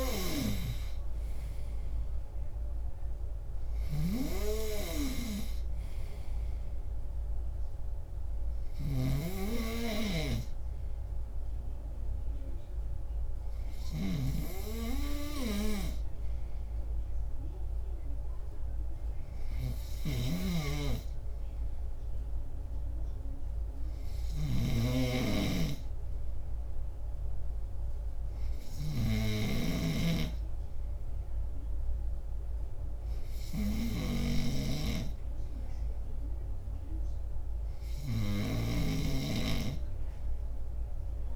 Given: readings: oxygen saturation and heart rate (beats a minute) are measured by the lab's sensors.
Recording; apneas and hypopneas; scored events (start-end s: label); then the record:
breathing in sleep by a room microphone; none
0.00-2.50 s: arousal
3.50-9.00 s: snoring (device-marked)
20.00-41.36 s: snoring (device-marked)
From the record:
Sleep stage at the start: N2 (light sleep); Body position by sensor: on the left side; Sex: male